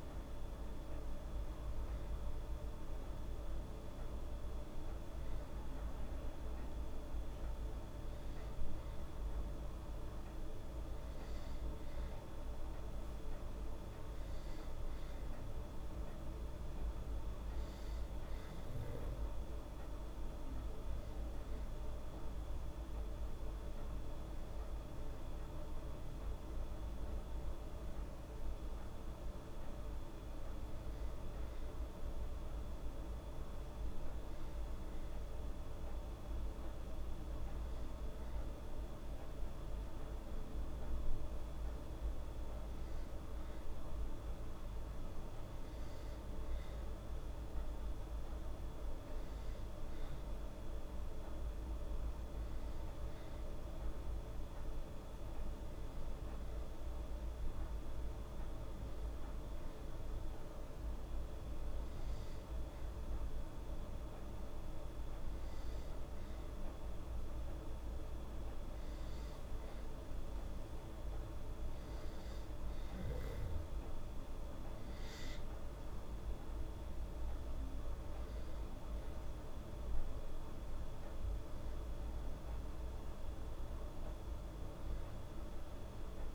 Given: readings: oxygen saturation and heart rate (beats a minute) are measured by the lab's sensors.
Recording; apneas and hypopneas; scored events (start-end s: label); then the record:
breathing in sleep, hard to hear, by a room microphone; none
none scored
From the record:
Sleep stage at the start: N2 (light sleep); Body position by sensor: on the back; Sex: female